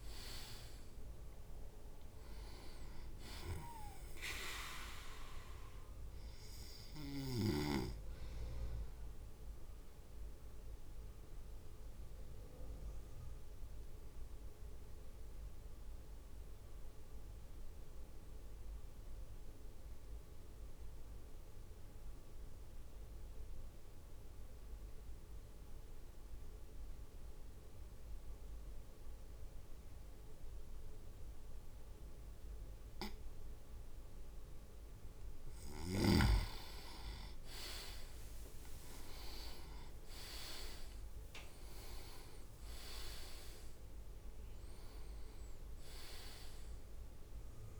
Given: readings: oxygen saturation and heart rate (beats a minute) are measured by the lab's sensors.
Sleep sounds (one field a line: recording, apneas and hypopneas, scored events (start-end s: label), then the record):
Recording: breathing in sleep by a room microphone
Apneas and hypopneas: 1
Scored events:
0.00-1.00 s: arousal
8.50-34.50 s: obstructive apnea (oxygen 99% before, 96% lowest)
37.50-40.50 s: leg movement (device-marked)
38.50-42.00 s: arousal
42.00-43.50 s: leg movement (device-marked)
From the record:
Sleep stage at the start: N2 (light sleep)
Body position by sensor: on the right side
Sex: male